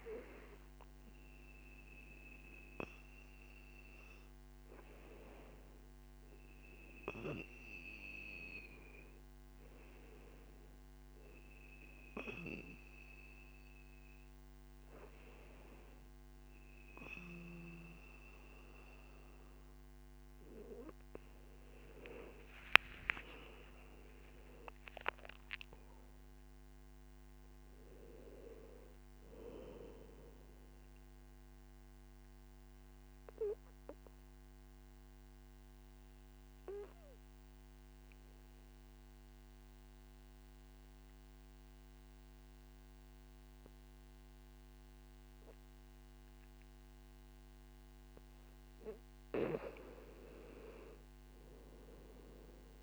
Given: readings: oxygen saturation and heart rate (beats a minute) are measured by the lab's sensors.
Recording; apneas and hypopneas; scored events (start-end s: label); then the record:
breathing in sleep by a microphone on the trachea; 1
3.50-10.50 s: oxygen desaturation (device-marked, oxygen 99% before, 96% lowest, heart rate 54 before, 47 extreme)
22.50-27.00 s: arousal
31.00-48.00 s: obstructive apnea (oxygen 99% before, 94% lowest, heart rate 56 before, 48 extreme, up 12 after)
From the record:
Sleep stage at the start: N2 (light sleep); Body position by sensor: on the back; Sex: male